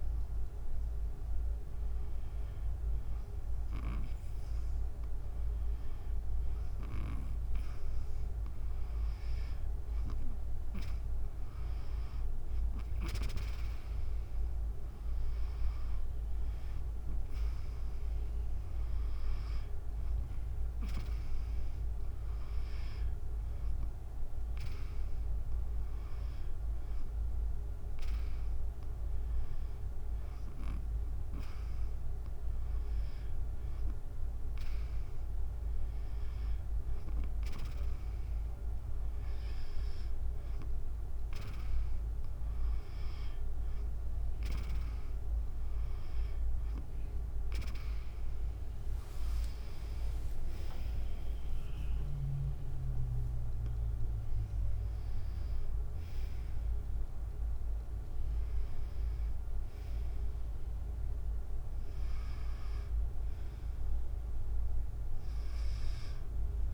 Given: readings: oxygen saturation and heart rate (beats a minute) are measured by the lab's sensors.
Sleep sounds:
breathing in sleep, hard to hear, by a room microphone; none
49.00-61.00 s: drop in pulse transit time (device-marked, heart rate 72 before, 76 extreme)
49.50-53.50 s: arousal
51.00-53.00 s: tachycardia (device-marked, heart rate 78 before, 99 extreme)
From the record:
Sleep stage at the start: N2 (light sleep); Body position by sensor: on the back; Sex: female

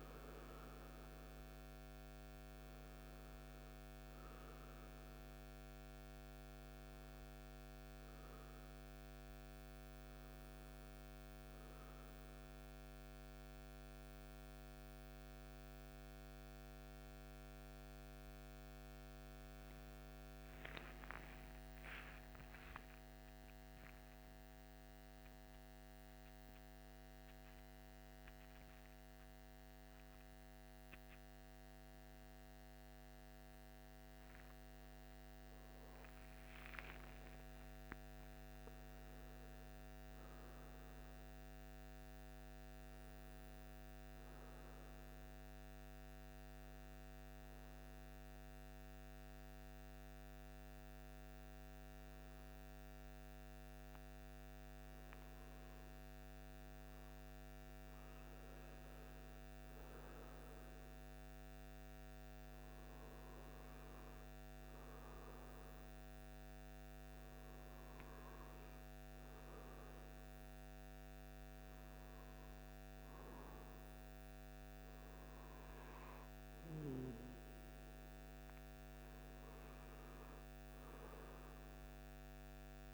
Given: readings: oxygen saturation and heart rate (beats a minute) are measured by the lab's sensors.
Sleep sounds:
breathing in sleep, hard to hear, by a microphone on the trachea; none
0.00-10.50 s: oxygen desaturation (device-marked, oxygen 93% lowest, heart rate 52 extreme)
19.50-25.00 s: arousal
56.50-82.94 s: new sleep stage, N2 (light sleep)
From the record:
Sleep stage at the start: N1 (lightest sleep); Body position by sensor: on the right side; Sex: male

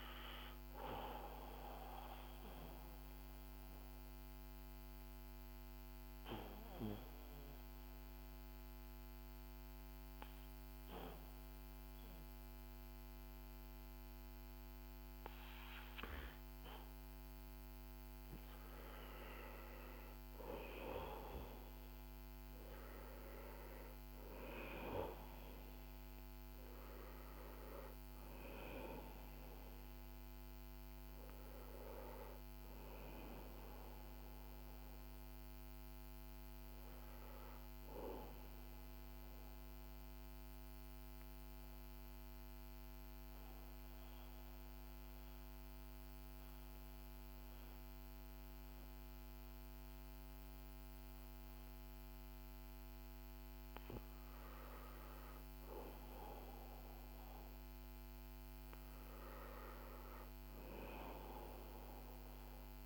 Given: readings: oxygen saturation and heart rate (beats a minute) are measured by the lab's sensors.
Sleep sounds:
breathing in sleep by a microphone on the trachea; 2
2.00-19.00 s: obstructive apnea (oxygen 95% before, 90% lowest, heart rate 57 before, 52 extreme, up 5 after)
21.00-24.50 s: arousal
32.00-50.00 s: oxygen desaturation (device-marked, oxygen 94% before, 90% lowest, heart rate 58 before, 48 extreme)
40.50-55.00 s: central apnea (oxygen 94% before, 90% lowest, heart rate 58 before, 48 extreme, up 7 after)
59.00-62.86 s: arousal
From the record:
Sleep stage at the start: N2 (light sleep); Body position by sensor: on the back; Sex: male

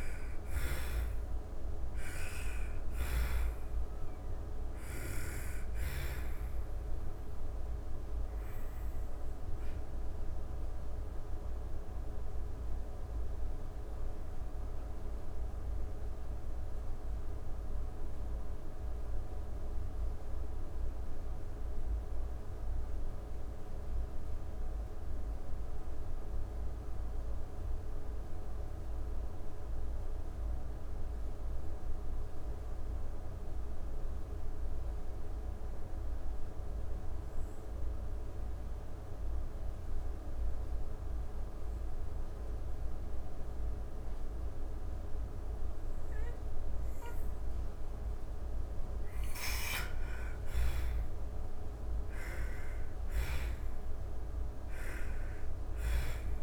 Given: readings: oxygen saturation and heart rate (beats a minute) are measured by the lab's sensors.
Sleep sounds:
breathing in sleep, hard to hear, by a room microphone; 1
0.00-21.50 s: oxygen desaturation (device-marked, oxygen 82% lowest)
7.00-46.50 s: obstructive apnea (oxygen 99% before, 81% lowest)
38.50-56.42 s: oxygen desaturation (device-marked, oxygen 98% before, 81% lowest)
48.00-53.00 s: arousal
51.50-56.42 s: snoring (device-marked)
From the record:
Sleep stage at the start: N2 (light sleep); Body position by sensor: on the back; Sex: female

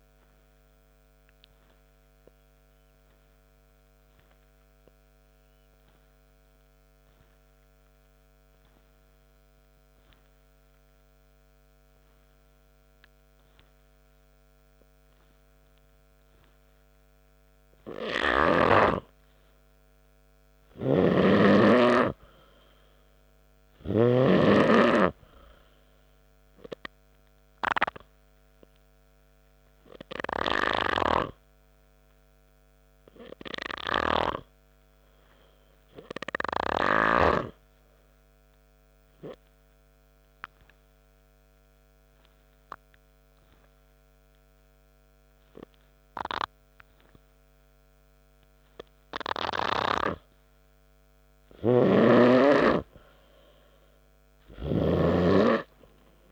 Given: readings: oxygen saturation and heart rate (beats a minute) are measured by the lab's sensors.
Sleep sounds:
breathing in sleep by a microphone on the trachea; 2
4.00-18.50 s: obstructive apnea (oxygen 99% before, 91% lowest, heart rate 67 before, 60 extreme, up 1 after)
17.00-38.00 s: oxygen desaturation (device-marked, oxygen 98% before, 93% lowest, heart rate 65 before, 60 extreme)
20.50-23.50 s: arousal
21.50-25.00 s: snoring (device-marked)
40.00-51.00 s: obstructive apnea (oxygen 98% before, 91% lowest, heart rate 67 before, 63 extreme, up 4 after)
52.00-56.32 s: oxygen desaturation (device-marked, oxygen 96% before, 91% lowest, heart rate 67 before, 62 extreme)
From the record:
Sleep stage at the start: N2 (light sleep); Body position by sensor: on the back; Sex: male

